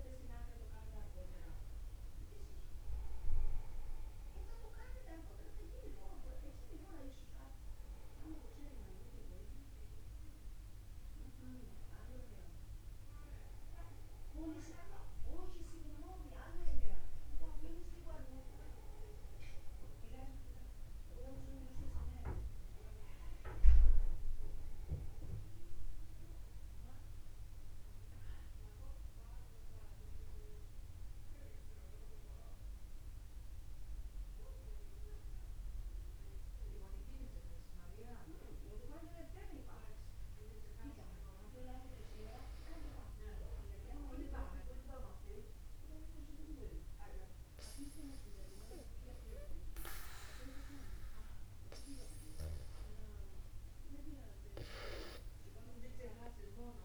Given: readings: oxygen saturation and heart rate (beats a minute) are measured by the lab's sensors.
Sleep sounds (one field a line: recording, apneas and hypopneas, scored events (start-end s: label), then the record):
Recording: breathing in sleep by a room microphone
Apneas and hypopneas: 1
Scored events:
18.50-22.50 s: arousal
26.00-41.00 s: central apnea (oxygen 94% before, 93% lowest, heart rate 51 before, 49 extreme, up 0 after)
44.50-48.50 s: arousal
From the record:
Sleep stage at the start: N2 (light sleep)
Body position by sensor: upright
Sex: male